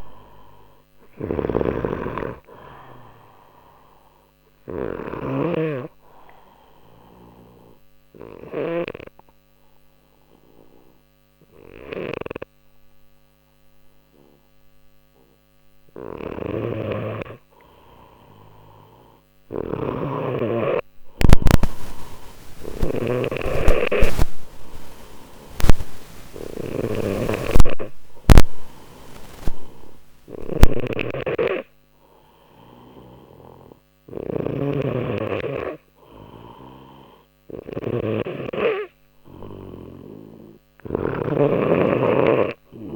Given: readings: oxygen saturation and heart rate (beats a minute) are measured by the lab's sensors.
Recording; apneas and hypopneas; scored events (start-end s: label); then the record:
breathing in sleep by a microphone on the trachea; 1
0.00-8.50 s: snoring (device-marked)
3.50-15.50 s: obstructive apnea (oxygen 95% before, 92% lowest, heart rate 64 before, 59 extreme, up 2 after)
16.00-42.96 s: snoring (device-marked)
18.50-23.00 s: arousal
From the record:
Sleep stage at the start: N2 (light sleep); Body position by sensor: on the left side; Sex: male